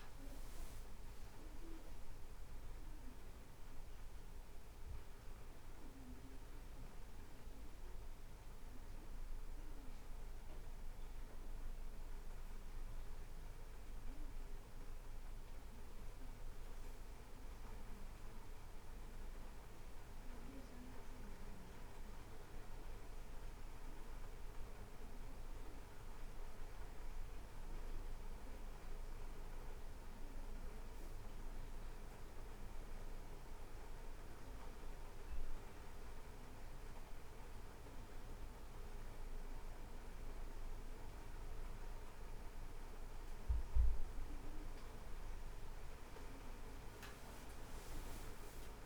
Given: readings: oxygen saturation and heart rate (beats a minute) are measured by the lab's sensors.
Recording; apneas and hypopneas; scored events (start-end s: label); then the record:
breathing in sleep, hard to hear, by a room microphone; none
none scored
From the record:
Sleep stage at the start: N1 (lightest sleep); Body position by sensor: on the back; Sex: male